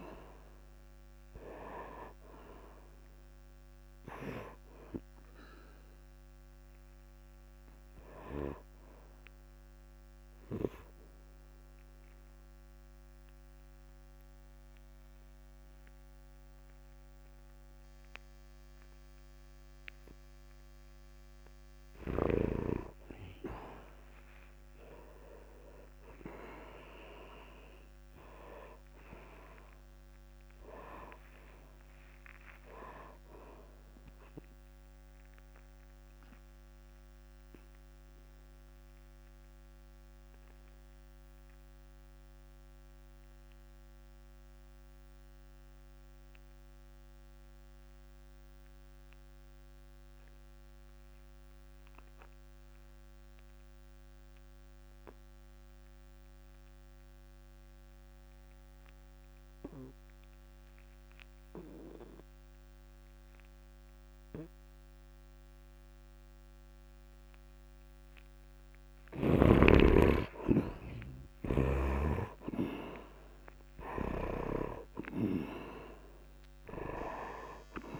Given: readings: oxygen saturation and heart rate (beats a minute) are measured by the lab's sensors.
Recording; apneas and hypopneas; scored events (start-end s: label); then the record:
breathing in sleep by a microphone on the trachea; 2
0.00-15.50 s: oxygen desaturation (device-marked, oxygen 68% lowest, heart rate 50 extreme)
12.00-22.00 s: obstructive apnea (oxygen 88% before, 73% lowest, heart rate 68 before, 68 extreme, up 7 after)
22.50-24.50 s: long interval between heartbeats (device-marked, heart rate 74 before, 78 extreme)
25.50-30.00 s: arousal
30.50-43.50 s: oxygen desaturation (device-marked, oxygen 99% before, 85% lowest, heart rate 75 before, 45 extreme)
35.50-68.00 s: obstructive apnea (oxygen 100% before, 69% lowest, heart rate 74 before, 44 extreme, up 11 after)
51.50-78.00 s: oxygen desaturation (device-marked, oxygen 99% before, 69% lowest, heart rate 68 before, 44 extreme)
From the record:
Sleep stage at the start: N2 (light sleep); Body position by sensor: on the back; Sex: male